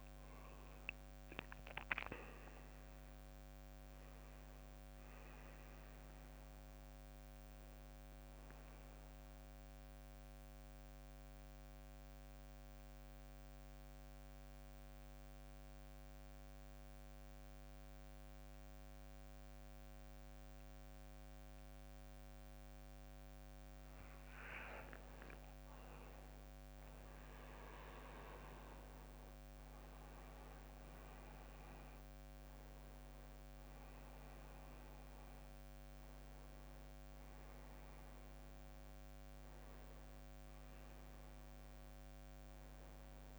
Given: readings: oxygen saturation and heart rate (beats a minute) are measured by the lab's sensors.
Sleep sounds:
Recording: breathing in sleep by a microphone on the trachea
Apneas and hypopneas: 1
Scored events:
0.00-2.50 s: oxygen desaturation (device-marked, oxygen 94% lowest, heart rate 54 extreme)
0.00-3.00 s: arousal
0.00-11.50 s: drop in pulse transit time (device-marked, heart rate 62 extreme)
9.00-24.00 s: central apnea (oxygen 98% before, 93% lowest, heart rate 67 before, 54 extreme, up 16 after)
26.50-43.39 s: oxygen desaturation (device-marked, oxygen 98% before, 93% lowest, heart rate 60 before, 55 extreme)
27.00-32.00 s: arousal
From the record:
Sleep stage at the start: N2 (light sleep)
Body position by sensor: on the back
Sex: male

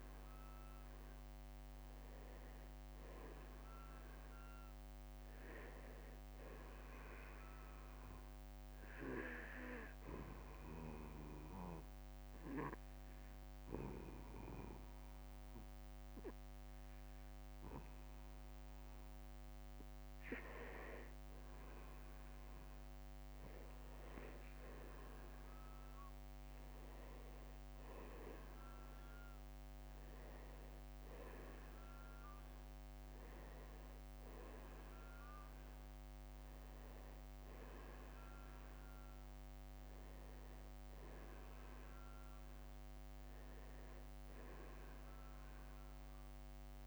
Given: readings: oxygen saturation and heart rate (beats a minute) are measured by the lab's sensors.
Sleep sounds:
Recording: breathing in sleep by a microphone on the trachea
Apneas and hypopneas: 1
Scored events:
0.00-2.50 s: arousal
10.00-20.00 s: obstructive apnea (oxygen 96% before, 89% lowest, heart rate 53 before, 54 extreme, up 8 after)
14.50-25.50 s: oxygen desaturation (device-marked, oxygen 95% before, 92% lowest, heart rate 55 before, 54 extreme)
23.00-27.50 s: arousal
28.00-30.00 s: long interval between heartbeats (device-marked, heart rate 61 before, 66 extreme)
36.50-46.87 s: oxygen desaturation (device-marked, oxygen 94% before, 89% lowest, heart rate 60 before, 47 extreme)
From the record:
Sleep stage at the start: N2 (light sleep)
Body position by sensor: on the back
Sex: male

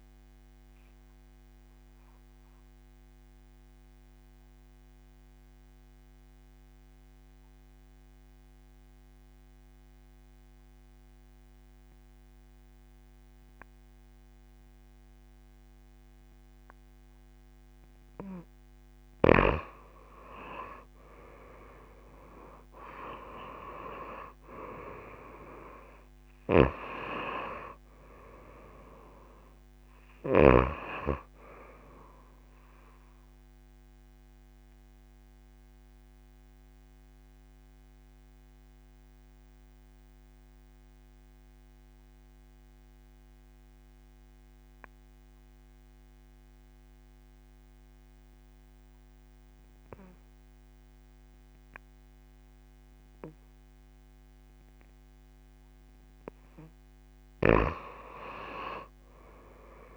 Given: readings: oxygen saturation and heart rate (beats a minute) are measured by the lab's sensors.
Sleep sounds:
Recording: breathing in sleep by a microphone on the trachea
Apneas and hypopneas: 2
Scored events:
0.00-20.00 s: oxygen desaturation (device-marked, oxygen 91% lowest)
1.00-19.00 s: obstructive apnea (oxygen 97% before, 89% lowest)
21.50-26.00 s: arousal
22.00-48.00 s: oxygen desaturation (device-marked, oxygen 96% before, 89% lowest)
33.50-55.50 s: obstructive apnea (oxygen 96% before, 89% lowest)
From the record:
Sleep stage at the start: N2 (light sleep)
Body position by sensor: on the back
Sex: female

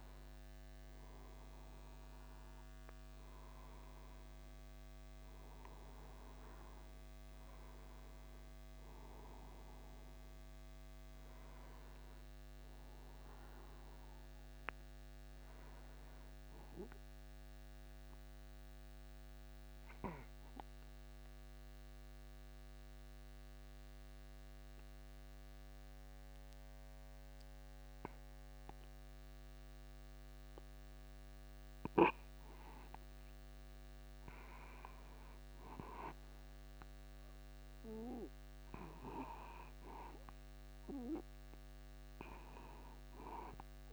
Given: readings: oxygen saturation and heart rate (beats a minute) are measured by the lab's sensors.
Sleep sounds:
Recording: breathing in sleep by a microphone on the trachea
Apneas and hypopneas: 1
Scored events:
18.50-33.50 s: obstructive apnea (oxygen 96% before, 94% lowest, heart rate 52 before, 51 extreme, up 0 after)
36.50-40.50 s: arousal
From the record:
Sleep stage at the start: N2 (light sleep)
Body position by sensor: upright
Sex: male

